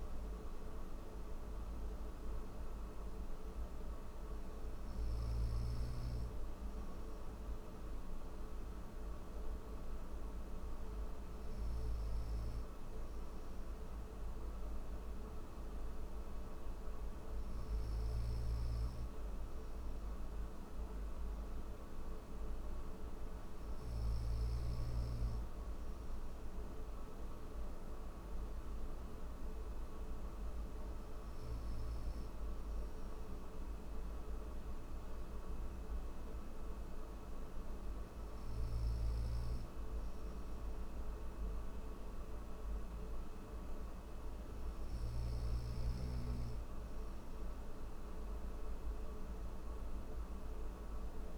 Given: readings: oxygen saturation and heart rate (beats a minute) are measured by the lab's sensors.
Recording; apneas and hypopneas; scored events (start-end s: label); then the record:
breathing in sleep, hard to hear, by a room microphone; none
17.00-23.50 s: snoring (device-marked)
From the record:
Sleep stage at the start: N1 (lightest sleep); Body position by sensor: on the right side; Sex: male